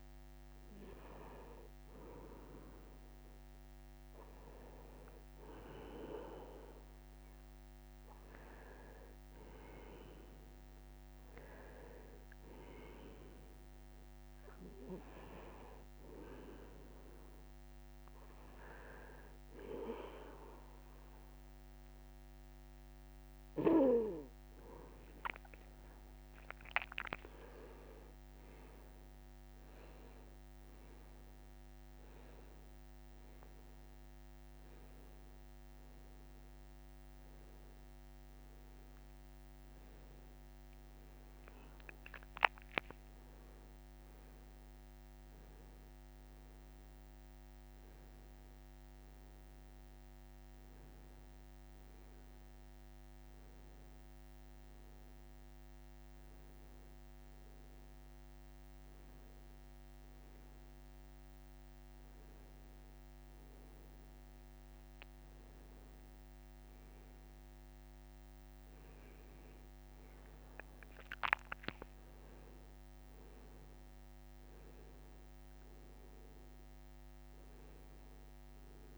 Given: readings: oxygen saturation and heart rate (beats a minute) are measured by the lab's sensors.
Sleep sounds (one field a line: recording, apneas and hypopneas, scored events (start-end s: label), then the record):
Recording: breathing in sleep by a microphone on the trachea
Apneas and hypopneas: none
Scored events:
24.50-28.00 s: arousal
46.50-78.98 s: new sleep stage, N1 (lightest sleep)
From the record:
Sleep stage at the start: N2 (light sleep)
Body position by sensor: on the right side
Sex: male